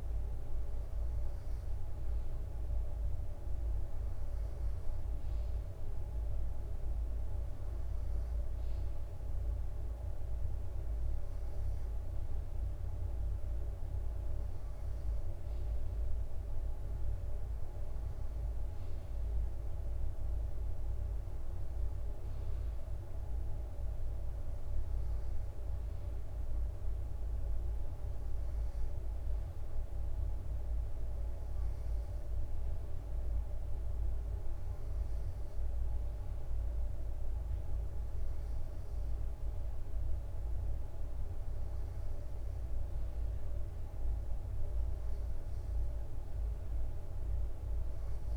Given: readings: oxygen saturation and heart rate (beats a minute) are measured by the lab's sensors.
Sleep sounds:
breathing in sleep, hard to hear, by a room microphone; none
none scored
From the record:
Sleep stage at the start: N2 (light sleep); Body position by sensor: on the right side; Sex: male

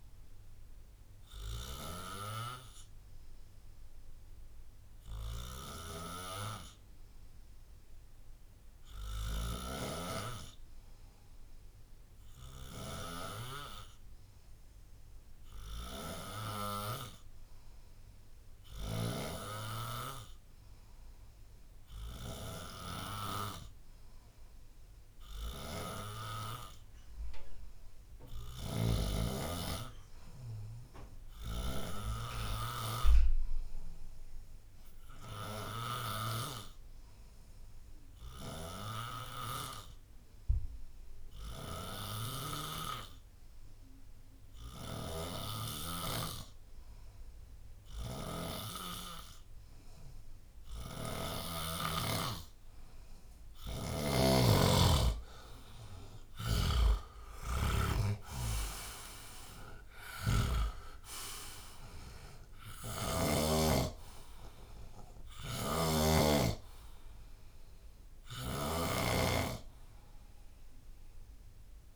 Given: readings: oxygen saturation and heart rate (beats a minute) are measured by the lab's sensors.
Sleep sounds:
breathing in sleep by a room microphone; 1
2.00-50.00 s: hypopnea (oxygen 93% before, 90% lowest, heart rate 78 before, 66 extreme, up 7 after)
31.50-54.50 s: oxygen desaturation (device-marked, oxygen 97% before, 93% lowest, heart rate 76 before, 72 extreme)
54.00-58.00 s: snoring (device-marked)
55.50-59.50 s: arousal
60.00-63.50 s: snoring (device-marked)
61.50-71.50 s: oxygen desaturation (device-marked, oxygen 94% before, 91% lowest, heart rate 79 before, 55 extreme)
From the record:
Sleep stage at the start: N2 (light sleep); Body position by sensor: on the back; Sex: male

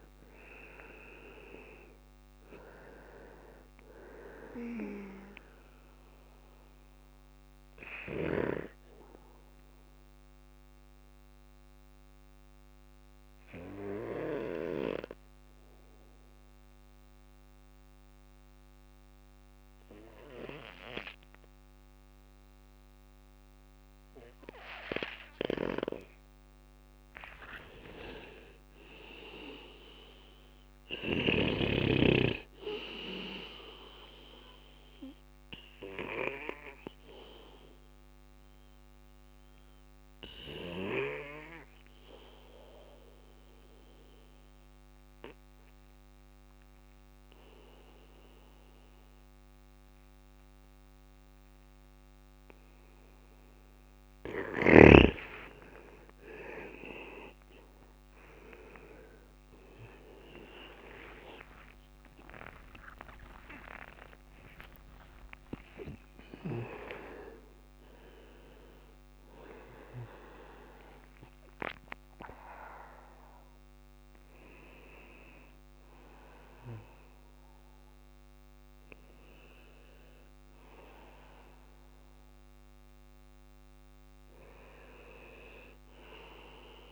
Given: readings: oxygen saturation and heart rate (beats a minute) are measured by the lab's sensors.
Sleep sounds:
a person awake in a sleep study, by a microphone on the trachea; 2
0.00-9.00 s: drop in pulse transit time (device-marked, heart rate 58 extreme)
0.00-21.00 s: oxygen desaturation (device-marked, oxygen 94% lowest, heart rate 56 extreme)
3.00-20.00 s: bradycardia (device-marked, heart rate 61 before, 57 extreme)
6.50-25.00 s: obstructive apnea (oxygen 100% before, 94% lowest, heart rate 61 before, 56 extreme, up 2 after)
26.00-30.50 s: arousal
27.00-39.00 s: drop in pulse transit time (device-marked, heart rate 59 before, 56 extreme)
29.00-52.00 s: bradycardia (device-marked, heart rate 61 before, 56 extreme)
35.00-52.00 s: oxygen desaturation (device-marked, oxygen 99% before, 94% lowest, heart rate 59 before, 55 extreme)
36.50-51.00 s: obstructive apnea (oxygen 99% before, 94% lowest, heart rate 59 before, 55 extreme, up 9 after)
42.00-86.92 s: new sleep stage, awake
57.00-62.00 s: bradycardia (device-marked, heart rate 60 before, 55 extreme)
57.00-76.00 s: drop in pulse transit time (device-marked, heart rate 57 before, 55 extreme)
59.00-61.00 s: long interval between heartbeats (device-marked, heart rate 58 before, 58 extreme)
61.00-74.00 s: oxygen desaturation (device-marked, oxygen 99% before, 94% lowest, heart rate 58 before, 52 extreme)
69.00-71.00 s: long interval between heartbeats (device-marked, heart rate 61 before, 63 extreme)
77.00-86.92 s: bradycardia (device-marked, heart rate 61 before, 52 extreme)
From the record:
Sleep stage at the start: N2 (light sleep); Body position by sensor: on the back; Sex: male

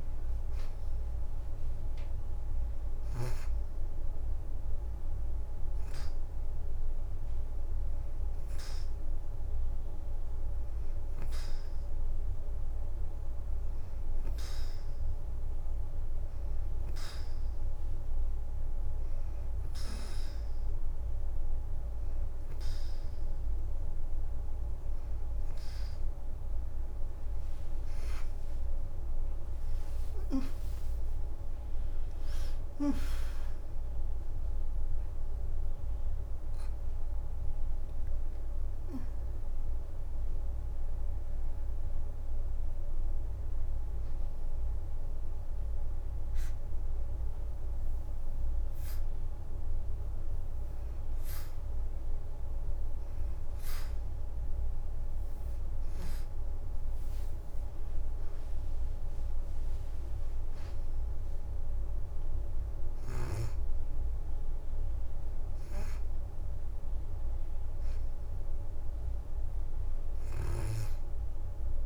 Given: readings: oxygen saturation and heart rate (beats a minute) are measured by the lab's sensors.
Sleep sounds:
breathing in sleep, hard to hear, by a room microphone; 1
20.00-22.50 s: leg movement (device-marked)
26.00-27.50 s: leg movement (device-marked)
27.50-29.00 s: leg movement (device-marked)
30.00-31.00 s: leg movement (device-marked)
30.50-35.00 s: arousal
35.50-54.50 s: oxygen desaturation (device-marked, oxygen 90% before, 85% lowest, heart rate 90 before, 84 extreme)
38.50-50.50 s: hypopnea (oxygen 92% before, 85% lowest, heart rate 91 before, 84 extreme, up 31 after)
52.50-57.00 s: leg movement (device-marked)
55.00-59.50 s: arousal
57.50-61.00 s: leg movement (device-marked)
61.50-71.86 s: oxygen desaturation (device-marked, oxygen 94% before, 90% lowest, heart rate 94 before, 84 extreme)
From the record:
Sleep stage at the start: N2 (light sleep); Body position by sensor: on the back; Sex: female

